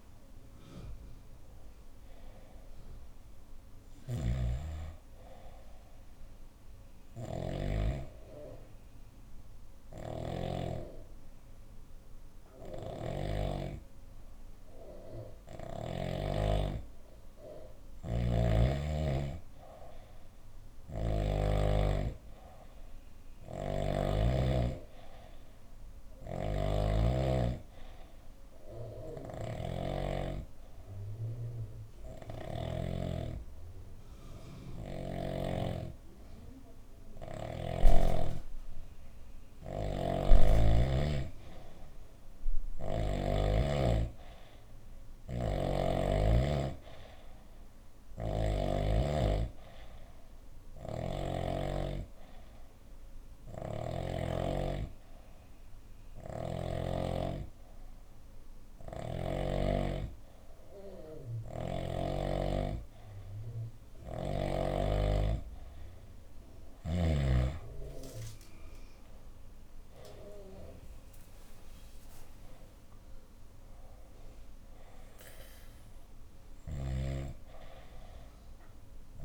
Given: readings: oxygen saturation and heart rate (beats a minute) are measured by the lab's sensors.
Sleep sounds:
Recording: breathing in sleep by a room microphone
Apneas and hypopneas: none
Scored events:
0.00-1.00 s: arousal
0.00-2.50 s: oxygen desaturation (device-marked, oxygen 91% lowest, heart rate 58 extreme)
3.50-13.00 s: snoring (device-marked)
5.50-14.50 s: bradycardia (device-marked, heart rate 66 before, 58 extreme)
17.50-21.00 s: snoring (device-marked)
23.00-32.50 s: snoring (device-marked)
25.50-33.50 s: oxygen desaturation (device-marked, oxygen 97% before, 93% lowest, heart rate 61 before, 62 extreme)
39.50-43.00 s: snoring (device-marked)
44.50-58.50 s: oxygen desaturation (device-marked, oxygen 94% before, 91% lowest, heart rate 64 before, 63 extreme)
47.50-51.00 s: snoring (device-marked)
53.00-56.50 s: snoring (device-marked)
68.00-73.00 s: arousal
From the record:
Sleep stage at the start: N2 (light sleep)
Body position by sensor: on the left side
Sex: female

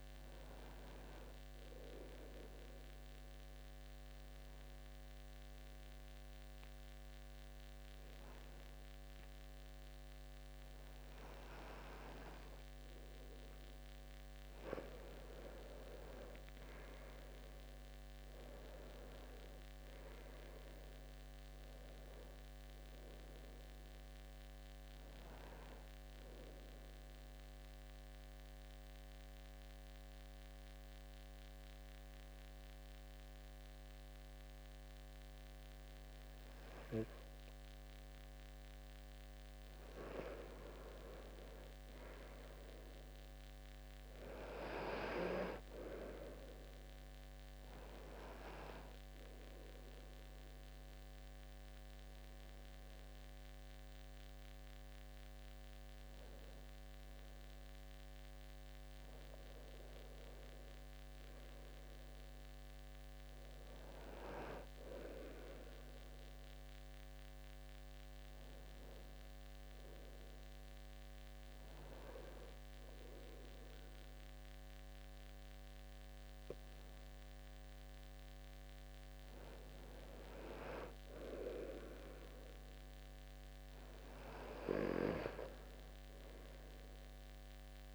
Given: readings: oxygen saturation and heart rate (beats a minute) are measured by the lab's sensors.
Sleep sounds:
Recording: breathing in sleep by a microphone on the trachea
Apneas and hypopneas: 4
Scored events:
1.50-14.00 s: mixed apnea (oxygen 95% before, 91% lowest, heart rate 76 before, 72 extreme, up 4 after)
16.50-20.00 s: arousal
25.00-39.50 s: mixed apnea (oxygen 95% before, 91% lowest, heart rate 78 before, 71 extreme, up 3 after)
41.00-44.00 s: arousal
47.50-58.00 s: obstructive apnea (oxygen 95% before, 91% lowest, heart rate 73 before, 70 extreme, up 0 after)
58.50-61.50 s: arousal
62.00-78.00 s: oxygen desaturation (device-marked, oxygen 95% before, 91% lowest, heart rate 72 before, 67 extreme)
69.00-80.00 s: obstructive apnea (oxygen 96% before, 90% lowest, heart rate 71 before, 67 extreme, up 1 after)
82.50-86.00 s: arousal
From the record:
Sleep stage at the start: N2 (light sleep)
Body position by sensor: on the back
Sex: male

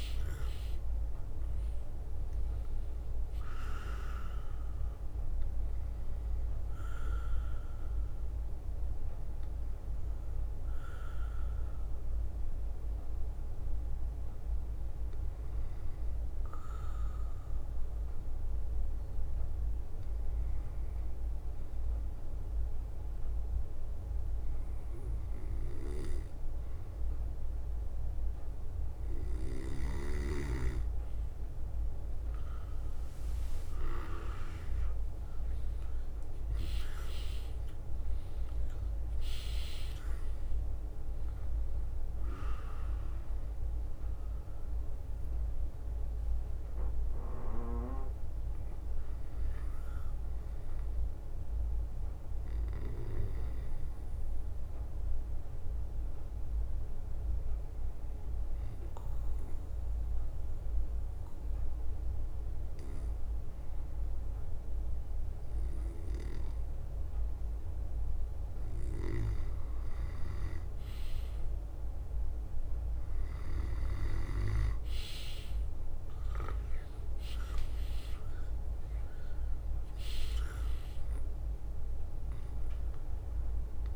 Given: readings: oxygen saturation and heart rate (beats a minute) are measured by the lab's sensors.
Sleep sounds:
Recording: breathing in sleep by a room microphone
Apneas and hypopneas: 2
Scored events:
0.00-16.00 s: oxygen desaturation (device-marked, oxygen 94% lowest, heart rate 57 extreme)
5.00-13.50 s: leg movement (device-marked)
11.00-34.00 s: drop in pulse transit time (device-marked, heart rate 62 before, 57 extreme)
12.50-30.50 s: hypopnea (oxygen 99% before, 94% lowest, heart rate 63 before, 57 extreme, up 10 after)
15.00-30.00 s: bradycardia (device-marked, heart rate 60 before, 57 extreme)
33.00-36.50 s: leg movement (device-marked)
34.00-38.50 s: arousal
35.00-54.00 s: oxygen desaturation (device-marked, oxygen 98% before, 94% lowest, heart rate 58 before, 59 extreme)
38.00-40.00 s: leg movement (device-marked)
43.00-50.00 s: leg movement (device-marked)
48.00-62.00 s: drop in pulse transit time (device-marked, heart rate 64 before, 60 extreme)
50.50-52.50 s: leg movement (device-marked)
53.00-68.50 s: hypopnea (oxygen 98% before, 94% lowest, heart rate 66 before, 58 extreme, up 2 after)
55.50-60.00 s: leg movement (device-marked)
59.00-65.00 s: bradycardia (device-marked, heart rate 61 before, 59 extreme)
61.50-64.50 s: leg movement (device-marked)
72.00-83.96 s: oxygen desaturation (device-marked, oxygen 99% before, 94% lowest, heart rate 62 before, 58 extreme)
73.00-78.00 s: arousal
From the record:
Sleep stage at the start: N2 (light sleep)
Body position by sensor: on the back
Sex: male

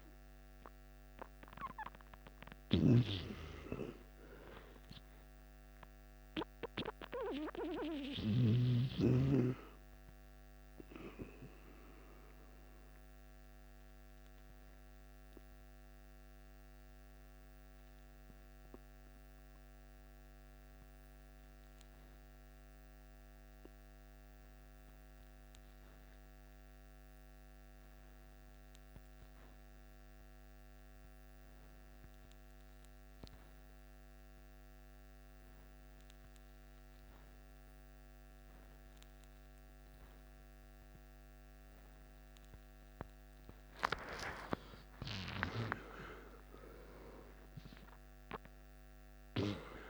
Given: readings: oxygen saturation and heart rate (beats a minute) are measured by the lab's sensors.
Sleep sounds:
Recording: breathing in sleep by a microphone on the trachea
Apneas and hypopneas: 1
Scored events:
0.00-22.00 s: oxygen desaturation (device-marked, oxygen 91% lowest, heart rate 53 extreme)
11.00-43.50 s: obstructive apnea (oxygen 99% before, 90% lowest, heart rate 60 before, 53 extreme, up 13 after)
41.00-49.90 s: oxygen desaturation (device-marked, oxygen 97% before, 90% lowest, heart rate 54 before, 53 extreme)
44.50-48.50 s: arousal
From the record:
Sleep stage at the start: N2 (light sleep)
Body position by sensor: on the back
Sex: male

